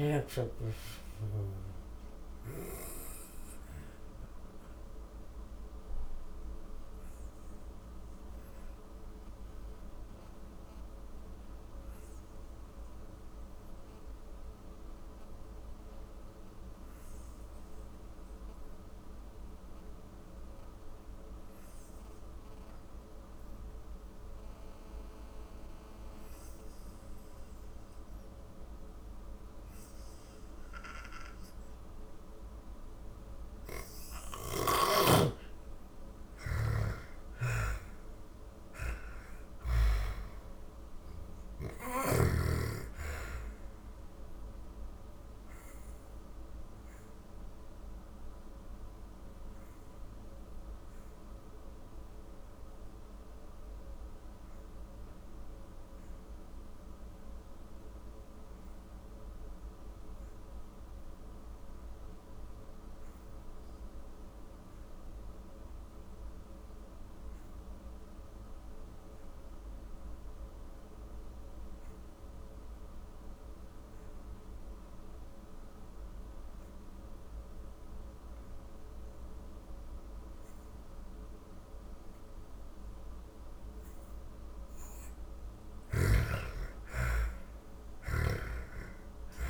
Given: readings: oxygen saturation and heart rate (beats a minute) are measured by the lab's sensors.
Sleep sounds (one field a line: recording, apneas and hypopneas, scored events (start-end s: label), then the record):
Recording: breathing in sleep by a room microphone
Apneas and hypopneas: 2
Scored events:
0.00-18.50 s: oxygen desaturation (device-marked, oxygen 80% lowest)
2.00-33.00 s: obstructive apnea (oxygen 90% before, 80% lowest, heart rate 30 before, 44 extreme, up 30 after)
27.50-58.50 s: oxygen desaturation (device-marked, oxygen 98% before, 81% lowest, heart rate 68 before, 52 extreme)
34.50-39.50 s: arousal
42.50-82.50 s: obstructive apnea (oxygen 98% before, 79% lowest, heart rate 89 before, 51 extreme)
67.50-89.50 s: oxygen desaturation (device-marked, oxygen 98% before, 79% lowest, heart rate 71 before, 51 extreme)
84.50-89.00 s: arousal
From the record:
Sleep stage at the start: N2 (light sleep)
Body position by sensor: on the back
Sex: female